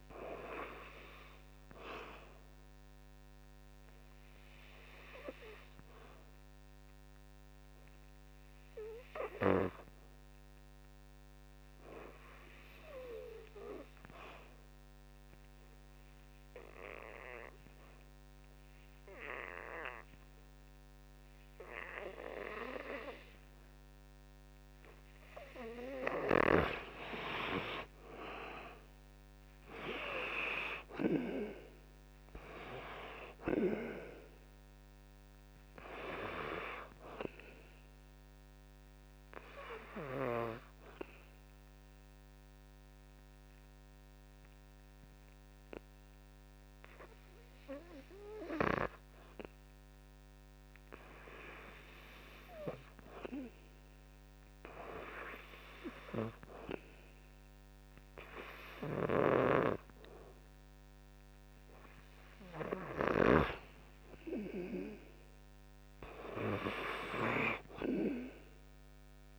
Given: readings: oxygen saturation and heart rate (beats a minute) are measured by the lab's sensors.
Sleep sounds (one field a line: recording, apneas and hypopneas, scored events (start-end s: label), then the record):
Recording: breathing in sleep by a microphone on the trachea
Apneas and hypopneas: 2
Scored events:
14.00-26.00 s: obstructive apnea (oxygen 90% before, 78% lowest, heart rate 67 before, 54 extreme, up 8 after)
19.50-54.50 s: oxygen desaturation (device-marked, oxygen 92% before, 78% lowest, heart rate 65 before, 54 extreme)
28.00-31.50 s: arousal
39.00-50.00 s: obstructive apnea (oxygen 92% before, 78% lowest, heart rate 63 before, 63 extreme, up 9 after)
55.50-58.50 s: arousal
59.00-63.50 s: snoring (device-marked)
60.50-69.39 s: oxygen desaturation (device-marked, oxygen 95% before, 84% lowest, heart rate 65 before, 61 extreme)
From the record:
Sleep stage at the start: N2 (light sleep)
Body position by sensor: on the back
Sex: male